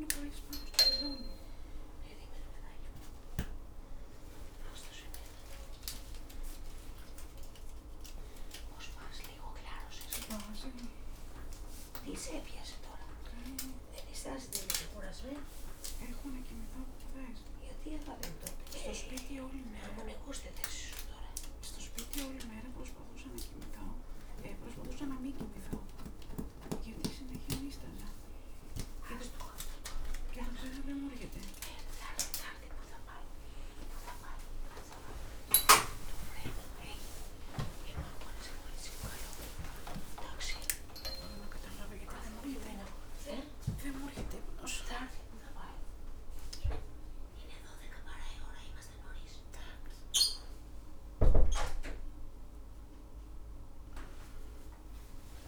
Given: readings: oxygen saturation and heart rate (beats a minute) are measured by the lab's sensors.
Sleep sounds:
a person awake in a sleep study, by a room microphone; none
none scored
From the record:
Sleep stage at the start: awake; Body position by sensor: on the right side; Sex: female

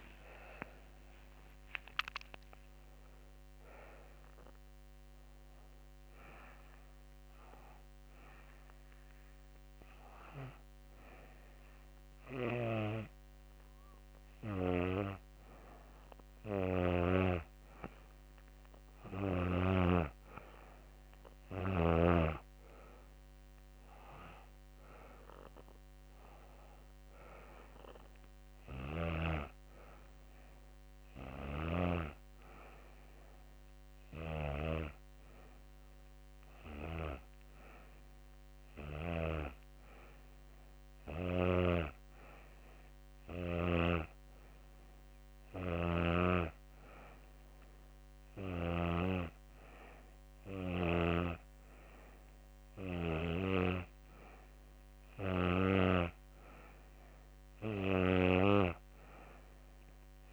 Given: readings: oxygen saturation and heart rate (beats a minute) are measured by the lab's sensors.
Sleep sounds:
breathing in sleep by a microphone on the trachea; none
20.00-34.00 s: oxygen desaturation (device-marked, oxygen 96% before, 92% lowest, heart rate 96 before, 82 extreme)
From the record:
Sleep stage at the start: N2 (light sleep); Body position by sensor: on the back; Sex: female

